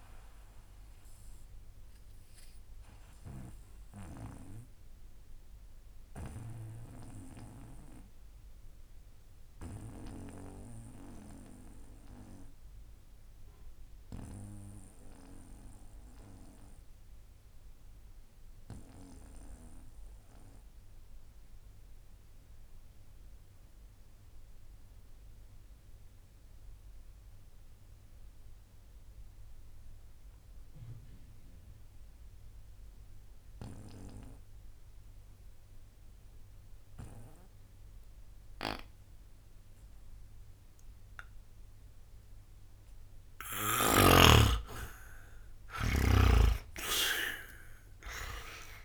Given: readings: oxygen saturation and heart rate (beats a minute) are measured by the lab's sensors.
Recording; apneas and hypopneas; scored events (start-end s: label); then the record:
breathing in sleep by a room microphone; 1
0.00-24.00 s: oxygen desaturation (device-marked, oxygen 77% lowest, heart rate 60 extreme)
2.50-43.50 s: obstructive apnea (oxygen 96% before, 77% lowest, heart rate 61 before, 60 extreme, up 1 after)
39.00-48.84 s: oxygen desaturation (device-marked, oxygen 99% before, 77% lowest, heart rate 61 before, 60 extreme)
47.50-48.84 s: arousal
From the record:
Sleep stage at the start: N2 (light sleep); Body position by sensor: on the back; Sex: male